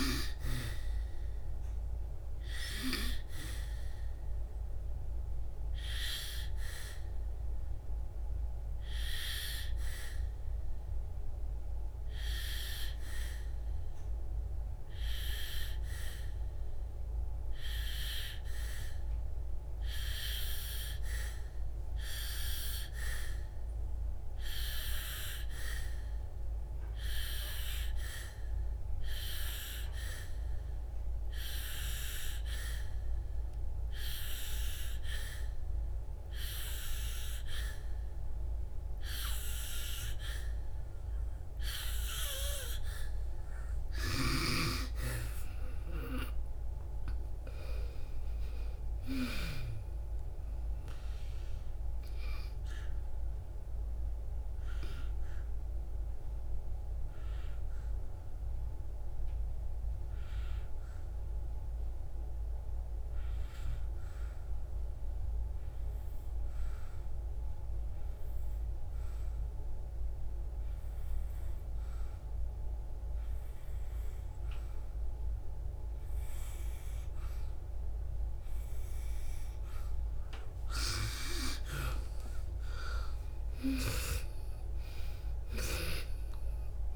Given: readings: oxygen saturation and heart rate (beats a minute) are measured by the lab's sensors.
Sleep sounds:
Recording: breathing in sleep by a room microphone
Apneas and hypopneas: 2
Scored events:
0.00-7.50 s: oxygen desaturation (device-marked, oxygen 91% lowest, heart rate 59 extreme)
6.00-43.00 s: obstructive apnea (oxygen 96% before, 91% lowest, heart rate 68 before, 55 extreme, up 7 after)
39.50-64.50 s: oxygen desaturation (device-marked, oxygen 97% before, 91% lowest, heart rate 65 before, 55 extreme)
45.00-50.50 s: arousal
55.50-80.00 s: obstructive apnea (oxygen 97% before, 89% lowest, heart rate 66 before, 55 extreme, up 12 after)
82.50-86.50 s: arousal
82.50-86.96 s: oxygen desaturation (device-marked, oxygen 98% before, 94% lowest, heart rate 59 before, 54 extreme)
From the record:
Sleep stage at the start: N2 (light sleep)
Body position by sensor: on the back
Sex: female

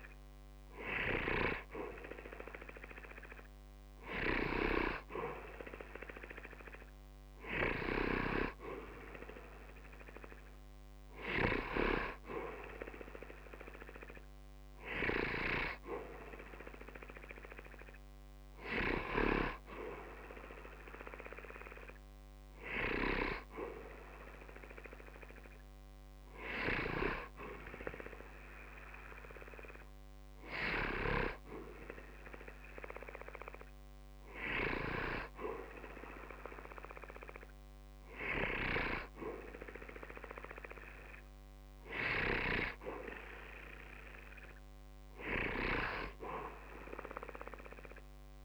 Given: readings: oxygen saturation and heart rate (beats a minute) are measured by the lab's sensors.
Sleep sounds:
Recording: breathing in sleep by a microphone on the trachea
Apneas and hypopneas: none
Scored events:
none scored
From the record:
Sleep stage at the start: N2 (light sleep)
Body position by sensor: on the back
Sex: male

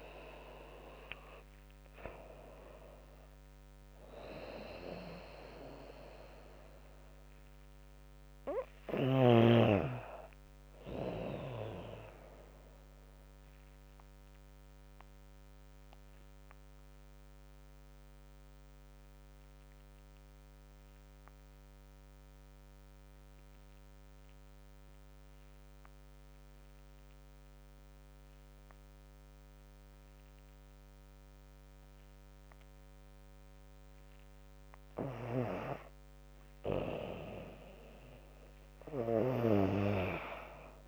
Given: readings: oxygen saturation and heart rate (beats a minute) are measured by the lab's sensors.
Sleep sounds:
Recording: breathing in sleep by a microphone on the trachea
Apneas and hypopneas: 1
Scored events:
0.00-6.00 s: oxygen desaturation (device-marked, oxygen 88% lowest, heart rate 75 extreme)
5.50-9.00 s: arousal
12.50-33.50 s: obstructive apnea (oxygen 100% before, 86% lowest, heart rate 83 before, 74 extreme, up 16 after)
32.00-40.88 s: oxygen desaturation (device-marked, oxygen 98% before, 91% lowest, heart rate 77 before, 73 extreme)
36.00-39.50 s: arousal
38.50-40.88 s: snoring (device-marked)
39.00-40.88 s: drop in pulse transit time (device-marked, heart rate 76 before, 80 extreme)
39.50-40.88 s: long interval between heartbeats (device-marked, heart rate 76 before, 88 extreme)
From the record:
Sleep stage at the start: N2 (light sleep)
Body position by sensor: on the back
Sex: female

